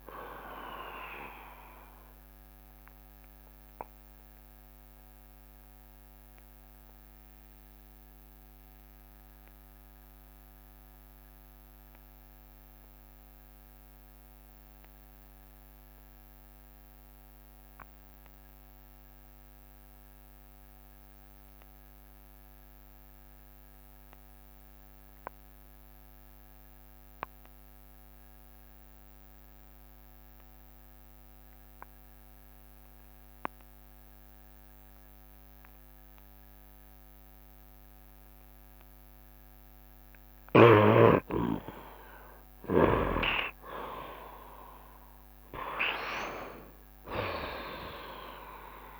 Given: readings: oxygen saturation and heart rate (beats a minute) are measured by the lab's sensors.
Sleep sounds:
breathing in sleep by a microphone on the trachea; 1
0.00-11.00 s: oxygen desaturation (device-marked, oxygen 78% lowest, heart rate 68 extreme)
1.50-40.00 s: obstructive apnea (oxygen 92% before, 76% lowest, heart rate 73 before, 68 extreme, up 2 after)
24.00-48.99 s: oxygen desaturation (device-marked, oxygen 93% before, 76% lowest, heart rate 70 before, 68 extreme)
42.00-46.50 s: arousal
From the record:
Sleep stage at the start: N2 (light sleep); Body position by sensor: on the right side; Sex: male

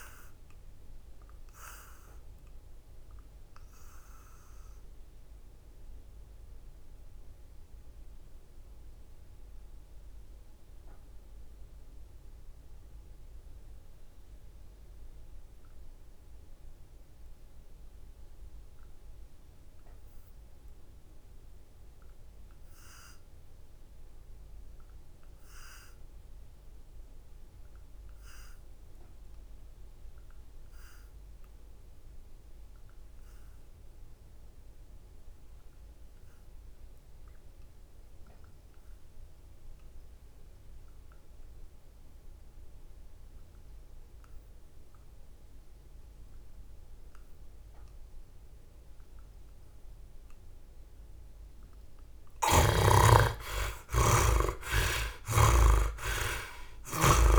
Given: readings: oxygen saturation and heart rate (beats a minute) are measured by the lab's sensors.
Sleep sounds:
breathing in sleep by a room microphone; 1
0.00-31.00 s: oxygen desaturation (device-marked, oxygen 56% lowest, heart rate 61 extreme)
1.50-51.00 s: mixed apnea (oxygen 91% before, 52% lowest, heart rate 72 before, 61 extreme, up 17 after)
33.00-57.39 s: oxygen desaturation (device-marked, oxygen 90% before, 52% lowest, heart rate 64 before, 62 extreme)
53.00-56.50 s: arousal
From the record:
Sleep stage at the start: N2 (light sleep); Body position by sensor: on the back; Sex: male

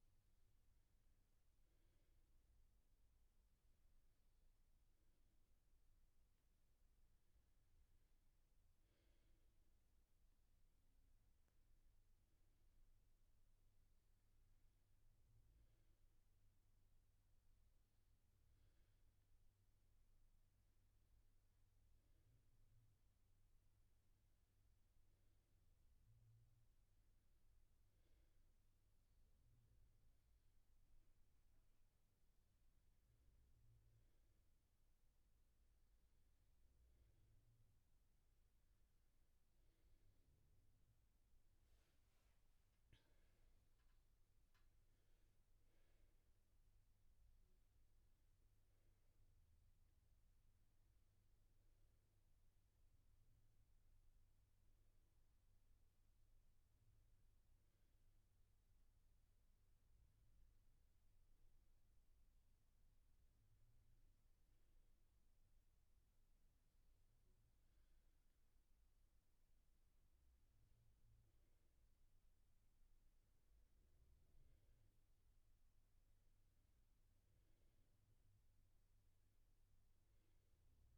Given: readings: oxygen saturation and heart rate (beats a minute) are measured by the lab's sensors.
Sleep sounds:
breathing in sleep, hard to hear, by a room microphone; none
39.00-43.00 s: arousal
44.50-55.50 s: oxygen desaturation (device-marked, oxygen 95% before, 92% lowest, heart rate 80 before, 73 extreme)
From the record:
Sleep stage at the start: N1 (lightest sleep); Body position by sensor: on the back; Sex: male

